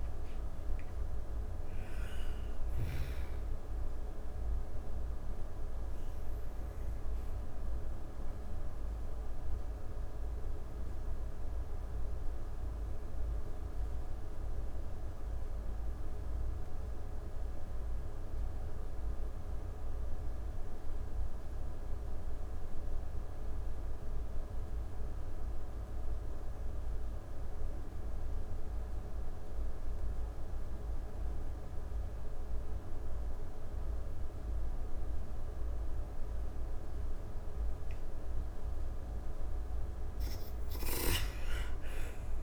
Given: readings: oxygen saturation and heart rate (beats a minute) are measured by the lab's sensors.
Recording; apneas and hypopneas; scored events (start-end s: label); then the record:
breathing in sleep, hard to hear, by a room microphone; 1
0.00-15.00 s: oxygen desaturation (device-marked, oxygen 84% lowest)
7.00-38.00 s: obstructive apnea (oxygen 99% before, 83% lowest)
34.00-42.43 s: oxygen desaturation (device-marked, oxygen 98% before, 83% lowest)
39.50-42.43 s: snoring (device-marked)
40.50-42.43 s: arousal
From the record:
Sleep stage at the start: N2 (light sleep); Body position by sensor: on the back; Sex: female